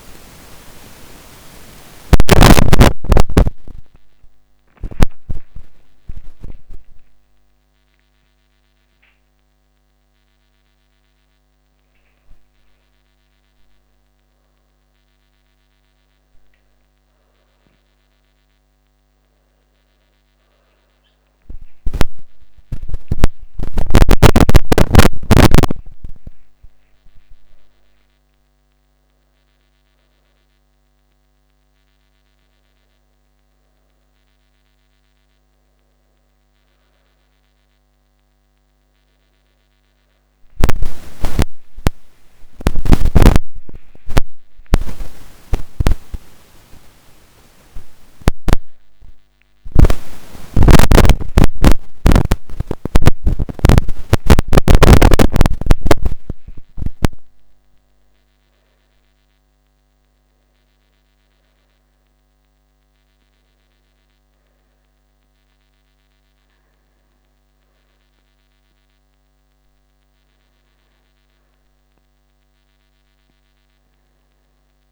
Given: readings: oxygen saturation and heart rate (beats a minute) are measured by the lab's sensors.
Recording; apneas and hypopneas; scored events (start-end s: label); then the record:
a person awake in a sleep study, by a microphone on the trachea; none
0.00-12.50 s: oxygen desaturation (device-marked, oxygen 91% lowest, heart rate 27 extreme)
From the record:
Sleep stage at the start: awake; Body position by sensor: on the back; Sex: female